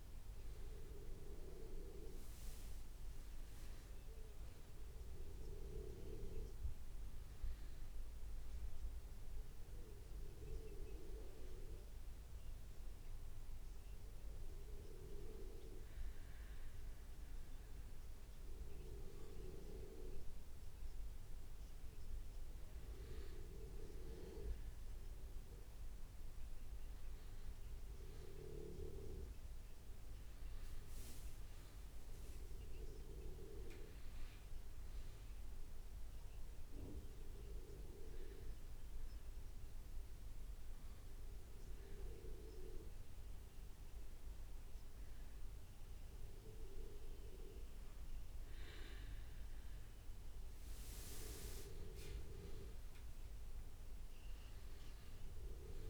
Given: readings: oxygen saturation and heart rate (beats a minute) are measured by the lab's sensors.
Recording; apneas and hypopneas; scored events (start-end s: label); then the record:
breathing in sleep by a room microphone; 2
2.00-4.50 s: leg movement (device-marked)
8.00-21.00 s: hypopnea (oxygen 99% before, 96% lowest, heart rate 72 before, 66 extreme, up 3 after)
25.50-29.50 s: arousal
30.50-33.00 s: leg movement (device-marked)
33.00-55.90 s: new sleep stage, N2 (light sleep)
37.50-49.00 s: hypopnea (oxygen 99% before, 94% lowest, heart rate 68 before, 68 extreme, up 2 after)
50.50-55.90 s: leg movement (device-marked)
From the record:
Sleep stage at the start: N1 (lightest sleep); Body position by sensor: on the back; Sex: male